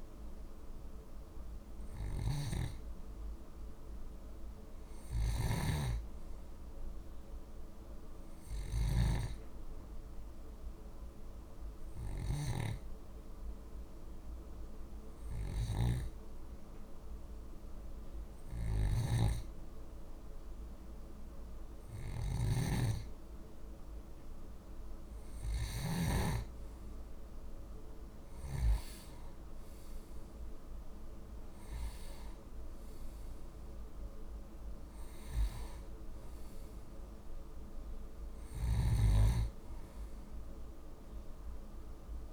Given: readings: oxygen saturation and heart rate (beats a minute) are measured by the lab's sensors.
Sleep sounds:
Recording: breathing in sleep by a room microphone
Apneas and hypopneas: 1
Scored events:
0.00-12.50 s: snoring (device-marked)
7.50-23.00 s: hypopnea (oxygen 97% before, 93% lowest, heart rate 49 before, 47 extreme, up 5 after)
18.50-26.00 s: snoring (device-marked)
24.50-28.50 s: arousal
27.50-38.50 s: oxygen desaturation (device-marked, oxygen 97% before, 93% lowest, heart rate 48 before, 48 extreme)
From the record:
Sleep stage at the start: N2 (light sleep)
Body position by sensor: on the back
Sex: male

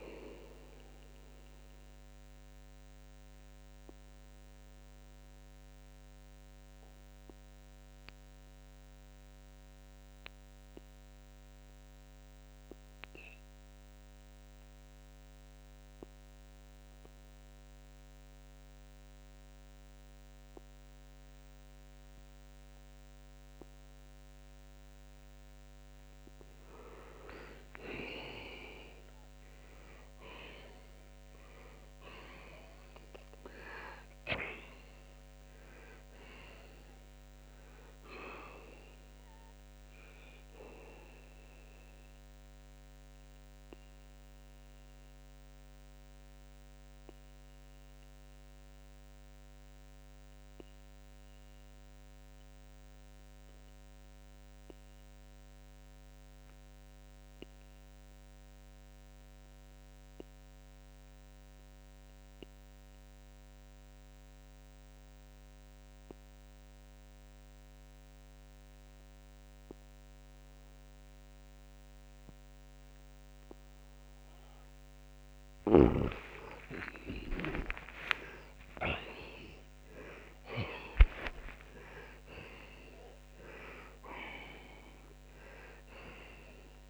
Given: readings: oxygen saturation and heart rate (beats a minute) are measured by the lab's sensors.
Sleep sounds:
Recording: breathing in sleep by a microphone on the trachea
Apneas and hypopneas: 2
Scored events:
2.50-26.00 s: mixed apnea (oxygen 96% before, 83% lowest, heart rate 96 before, 73 extreme, up 32 after)
10.00-31.00 s: oxygen desaturation (device-marked, oxygen 95% before, 86% lowest, heart rate 98 before, 68 extreme)
27.50-32.00 s: arousal
43.50-75.00 s: mixed apnea (oxygen 92% before, 82% lowest, heart rate 98 before, 60 extreme)
57.00-77.00 s: oxygen desaturation (device-marked, oxygen 92% before, 83% lowest, heart rate 91 before, 60 extreme)
75.50-79.00 s: snoring (device-marked)
77.50-84.50 s: arousal
84.00-86.89 s: oxygen desaturation (device-marked, oxygen 95% before, 92% lowest, heart rate 106 before, 65 extreme)
From the record:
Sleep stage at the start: N2 (light sleep)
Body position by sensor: on the back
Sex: male

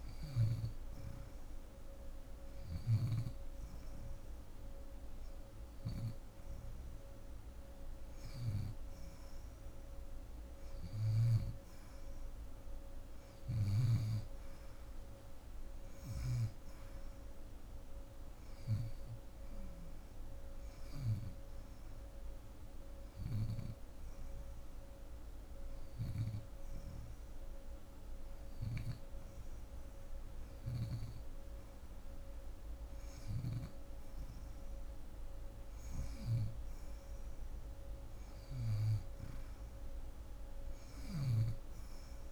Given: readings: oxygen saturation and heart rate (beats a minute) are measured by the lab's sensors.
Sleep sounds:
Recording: breathing in sleep by a room microphone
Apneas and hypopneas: none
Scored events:
40.50-42.32 s: arousal
From the record:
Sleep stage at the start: N2 (light sleep)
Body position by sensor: on the left side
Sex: female

